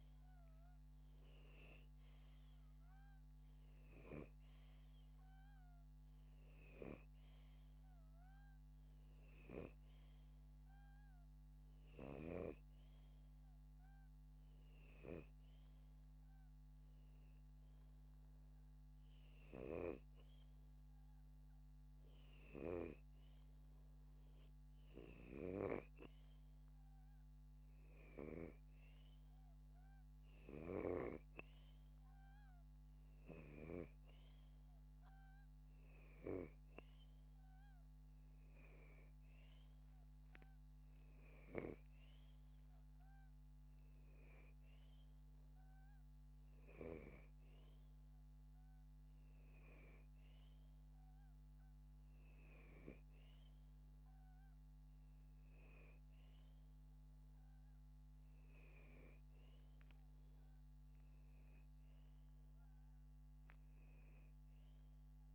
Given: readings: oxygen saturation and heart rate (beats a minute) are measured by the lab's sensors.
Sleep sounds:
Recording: breathing in sleep by a microphone on the trachea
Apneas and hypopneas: none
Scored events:
44.50-48.00 s: arousal
From the record:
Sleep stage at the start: N2 (light sleep)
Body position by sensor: upright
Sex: male

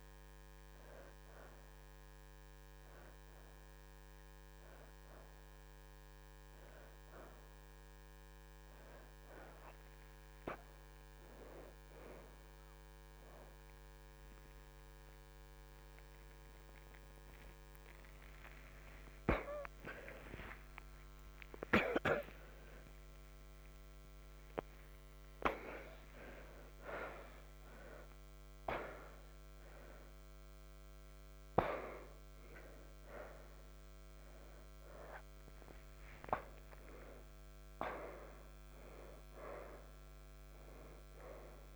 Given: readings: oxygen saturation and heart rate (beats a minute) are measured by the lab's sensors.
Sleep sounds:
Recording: a person awake in a sleep study, by a microphone on the trachea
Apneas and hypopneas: none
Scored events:
3.50-17.50 s: oxygen desaturation (device-marked, oxygen 85% before, 81% lowest)
24.50-40.50 s: oxygen desaturation (device-marked, oxygen 87% before, 83% lowest, heart rate 47 before, 87 extreme)
From the record:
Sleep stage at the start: awake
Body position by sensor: on the left side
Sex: female

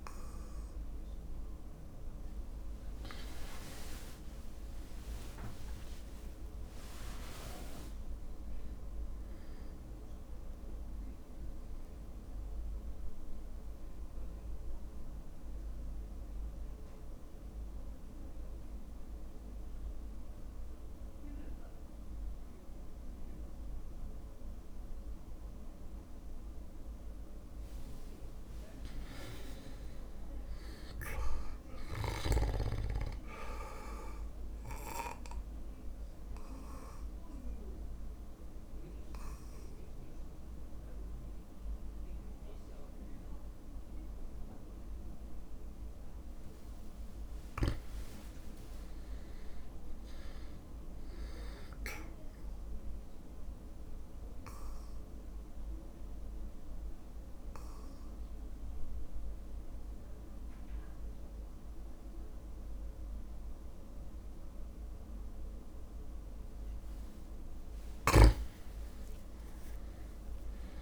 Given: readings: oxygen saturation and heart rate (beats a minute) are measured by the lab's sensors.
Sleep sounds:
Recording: breathing in sleep by a room microphone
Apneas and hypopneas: 3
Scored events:
0.00-17.50 s: oxygen desaturation (device-marked, oxygen 94% lowest, heart rate 56 extreme)
6.50-20.50 s: drop in pulse transit time (device-marked, heart rate 60 before, 57 extreme)
12.00-26.50 s: mixed apnea (oxygen 99% before, 96% lowest, heart rate 60 before, 56 extreme, up 5 after)
28.50-31.50 s: arousal
34.50-45.50 s: obstructive apnea (oxygen 100% before, 95% lowest, heart rate 58 before, 56 extreme, up 4 after)
41.50-58.50 s: oxygen desaturation (device-marked, oxygen 100% before, 96% lowest, heart rate 59 before, 56 extreme)
45.50-57.50 s: drop in pulse transit time (device-marked, heart rate 59 before, 56 extreme)
48.50-51.50 s: arousal
54.00-66.50 s: obstructive apnea (oxygen 100% before, 95% lowest, heart rate 59 before, 55 extreme, up 4 after)
68.50-70.81 s: arousal
From the record:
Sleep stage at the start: REM sleep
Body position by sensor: on the back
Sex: male

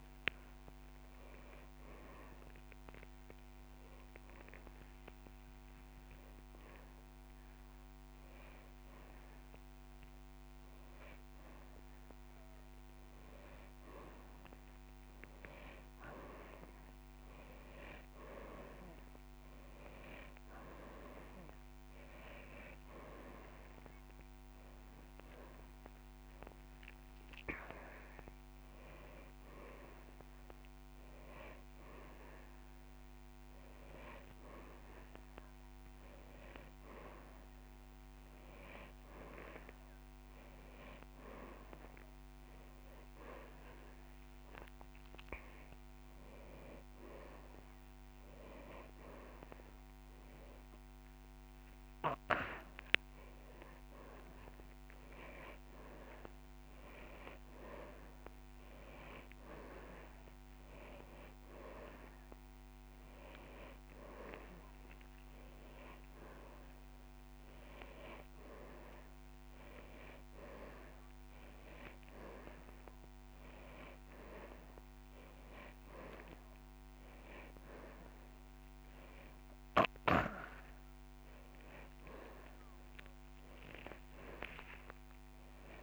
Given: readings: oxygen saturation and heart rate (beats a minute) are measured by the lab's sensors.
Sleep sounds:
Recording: breathing in sleep by a microphone on the trachea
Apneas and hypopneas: 1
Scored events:
1.50-12.00 s: hypopnea (oxygen 98% before, 93% lowest)
2.00-11.00 s: drop in pulse transit time (device-marked)
4.00-6.00 s: long interval between heartbeats (device-marked)
8.00-10.00 s: long interval between heartbeats (device-marked)
13.00-25.00 s: oxygen desaturation (device-marked, oxygen 97% before, 93% lowest)
19.00-21.00 s: long interval between heartbeats (device-marked)
21.00-25.50 s: arousal
23.50-25.50 s: long interval between heartbeats (device-marked)
37.00-39.00 s: long interval between heartbeats (device-marked)
43.00-45.00 s: long interval between heartbeats (device-marked)
49.50-51.50 s: long interval between heartbeats (device-marked)
55.50-57.50 s: long interval between heartbeats (device-marked)
59.50-65.00 s: arousal
69.50-71.50 s: long interval between heartbeats (device-marked)
70.00-80.00 s: drop in pulse transit time (device-marked)
84.50-85.83 s: long interval between heartbeats (device-marked)
From the record:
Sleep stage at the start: N2 (light sleep)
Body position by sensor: on the back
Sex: male

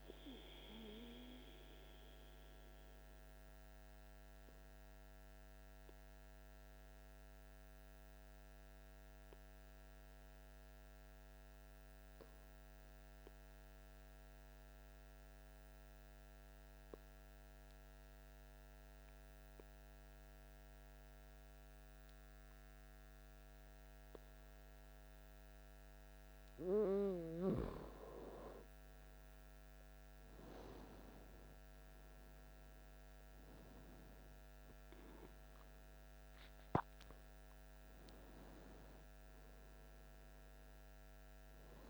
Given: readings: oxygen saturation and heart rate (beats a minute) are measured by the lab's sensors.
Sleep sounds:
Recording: breathing in sleep by a microphone on the trachea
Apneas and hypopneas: 1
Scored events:
6.00-27.00 s: mixed apnea (oxygen 98% before, 95% lowest, heart rate 57 before, 52 extreme, up 9 after)
30.00-41.90 s: oxygen desaturation (device-marked, oxygen 99% before, 95% lowest, heart rate 55 before, 52 extreme)
32.00-36.50 s: arousal
From the record:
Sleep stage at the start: N2 (light sleep)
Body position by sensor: on the back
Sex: male

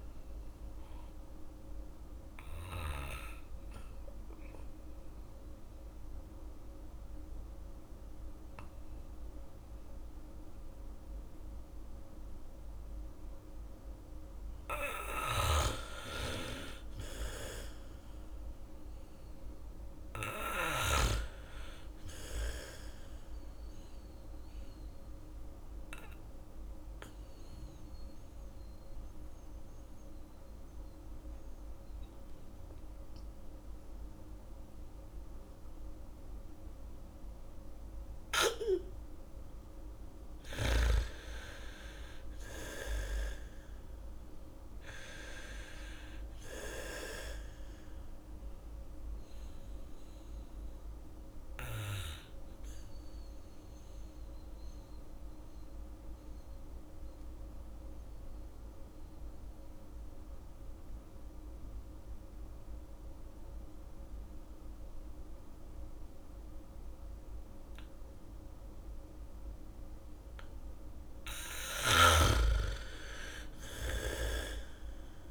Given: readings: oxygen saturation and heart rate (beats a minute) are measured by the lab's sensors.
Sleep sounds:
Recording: breathing in sleep by a room microphone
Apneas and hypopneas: 3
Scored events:
0.00-13.50 s: oxygen desaturation (device-marked, oxygen 92% lowest, heart rate 70 extreme)
2.50-13.50 s: obstructive apnea (oxygen 97% before, 89% lowest, heart rate 75 before, 70 extreme)
16.50-20.00 s: arousal
20.50-34.50 s: oxygen desaturation (device-marked, oxygen 97% before, 92% lowest, heart rate 76 before, 45 extreme)
25.00-39.00 s: obstructive apnea (oxygen 97% before, 88% lowest, heart rate 74 before, 45 extreme)
39.50-48.50 s: bradycardia (device-marked, heart rate 79 before, 45 extreme)
40.00-44.50 s: arousal
44.50-61.50 s: oxygen desaturation (device-marked, oxygen 96% before, 89% lowest, heart rate 74 before, 55 extreme)
51.50-70.50 s: obstructive apnea (oxygen 96% before, 86% lowest, heart rate 64 before, 55 extreme)
70.50-75.31 s: bradycardia (device-marked, heart rate 78 before, 55 extreme)
72.00-75.31 s: snoring (device-marked)
73.00-75.31 s: arousal
From the record:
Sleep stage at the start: N2 (light sleep)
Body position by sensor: on the back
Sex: female

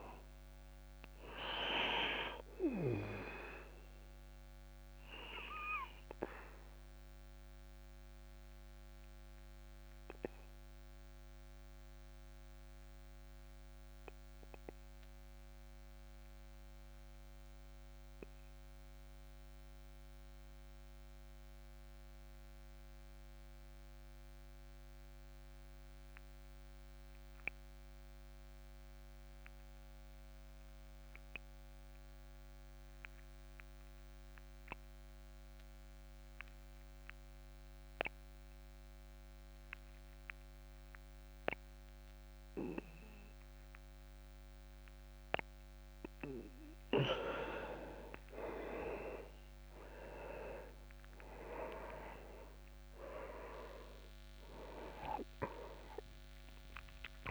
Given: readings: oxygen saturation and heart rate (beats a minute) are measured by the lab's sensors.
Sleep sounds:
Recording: breathing in sleep by a microphone on the trachea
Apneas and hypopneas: 1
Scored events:
0.00-22.50 s: oxygen desaturation (device-marked, oxygen 91% lowest)
4.50-46.50 s: obstructive apnea (oxygen 99% before, 86% lowest)
43.50-57.31 s: oxygen desaturation (device-marked, oxygen 98% before, 86% lowest, heart rate 37 before, 31 extreme)
50.50-55.00 s: arousal
From the record:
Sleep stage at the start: N2 (light sleep)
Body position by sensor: on the back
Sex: male

